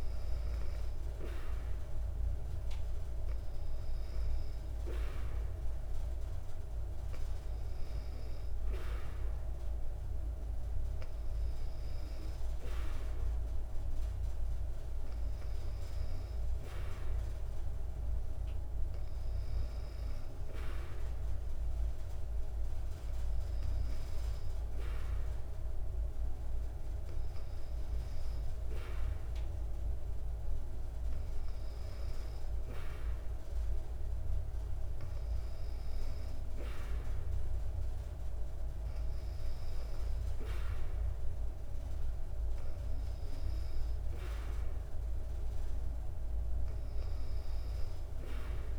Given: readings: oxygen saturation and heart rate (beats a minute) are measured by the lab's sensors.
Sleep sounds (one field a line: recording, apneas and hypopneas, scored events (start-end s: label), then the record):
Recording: breathing in sleep, hard to hear, by a room microphone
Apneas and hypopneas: none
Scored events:
none scored
From the record:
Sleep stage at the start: N2 (light sleep)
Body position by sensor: on the back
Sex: female